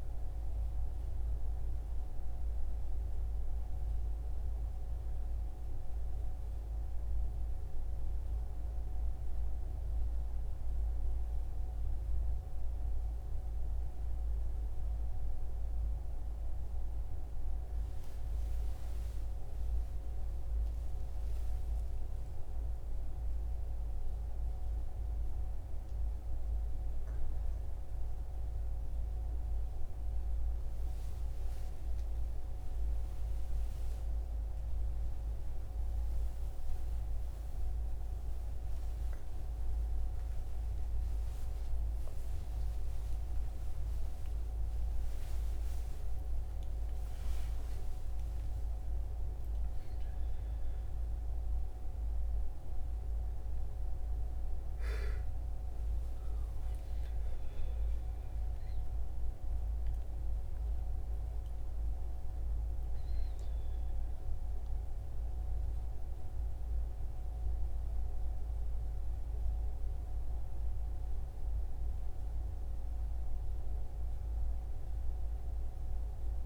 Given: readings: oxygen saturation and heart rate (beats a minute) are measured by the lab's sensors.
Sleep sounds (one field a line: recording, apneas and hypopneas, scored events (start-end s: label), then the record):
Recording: a person partly awake in a sleep study, hard to hear, by a room microphone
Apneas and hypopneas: none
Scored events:
25.50-55.50 s: new sleep stage, awake
55.50-76.46 s: new sleep stage, N1 (lightest sleep)
From the record:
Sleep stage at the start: N1 (lightest sleep)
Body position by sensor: on the right side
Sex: male